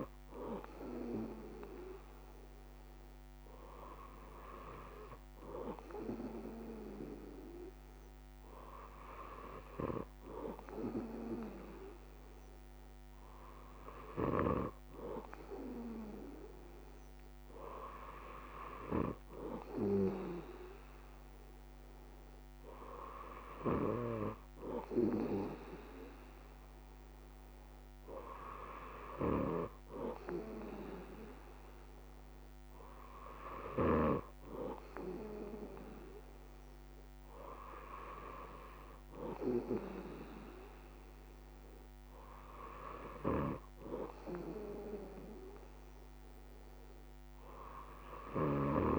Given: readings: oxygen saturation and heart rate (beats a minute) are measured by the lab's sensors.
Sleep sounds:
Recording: breathing in sleep by a microphone on the trachea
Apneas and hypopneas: none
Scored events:
none scored
From the record:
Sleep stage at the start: N3 (deep sleep)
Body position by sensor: on the back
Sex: male

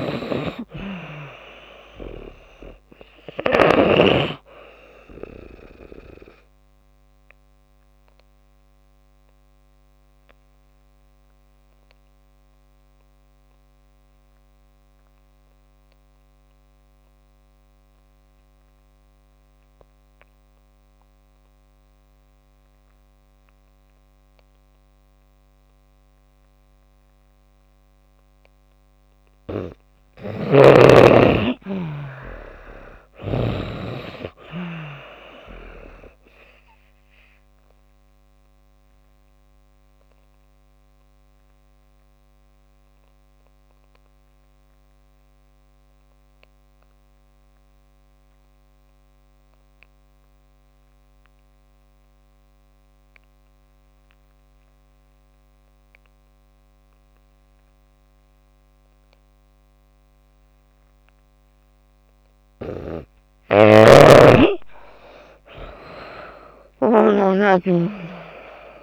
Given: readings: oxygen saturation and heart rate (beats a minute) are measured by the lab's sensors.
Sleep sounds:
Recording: breathing in sleep by a microphone on the trachea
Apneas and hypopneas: 2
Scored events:
0.00-3.50 s: snoring (device-marked)
0.00-30.50 s: oxygen desaturation (device-marked, oxygen 82% lowest)
7.00-28.50 s: obstructive apnea (oxygen 97% before, 82% lowest)
30.00-33.50 s: snoring (device-marked)
31.00-35.00 s: arousal
38.50-61.50 s: obstructive apnea (oxygen 97% before, 80% lowest)
45.50-61.50 s: oxygen desaturation (device-marked, oxygen 94% before, 84% lowest)
63.00-67.50 s: snoring (device-marked)
64.00-67.50 s: arousal
From the record:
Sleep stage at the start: N2 (light sleep)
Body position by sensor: on the back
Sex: female

